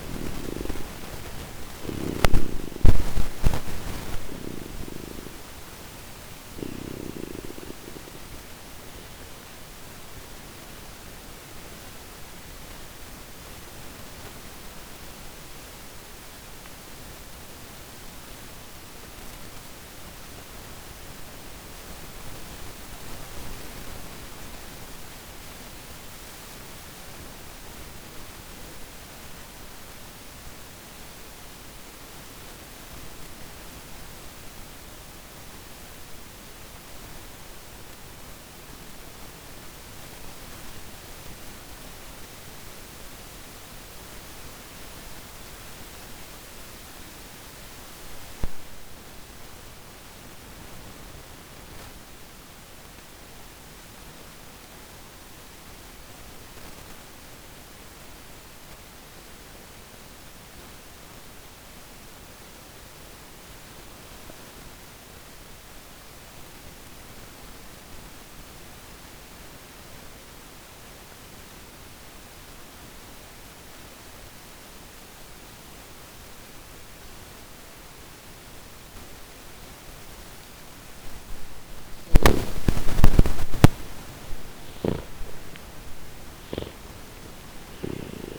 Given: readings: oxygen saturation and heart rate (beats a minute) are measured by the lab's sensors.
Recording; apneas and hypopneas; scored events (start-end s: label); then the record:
breathing in sleep by a microphone on the trachea; 1
0.00-38.50 s: oxygen desaturation (device-marked, oxygen 77% lowest)
10.00-79.50 s: mixed apnea (oxygen 97% before, 77% lowest)
67.50-88.39 s: oxygen desaturation (device-marked, oxygen 98% before, 77% lowest)
81.00-86.00 s: arousal
84.00-87.50 s: snoring (device-marked)
From the record:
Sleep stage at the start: N2 (light sleep); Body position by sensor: on the back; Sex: male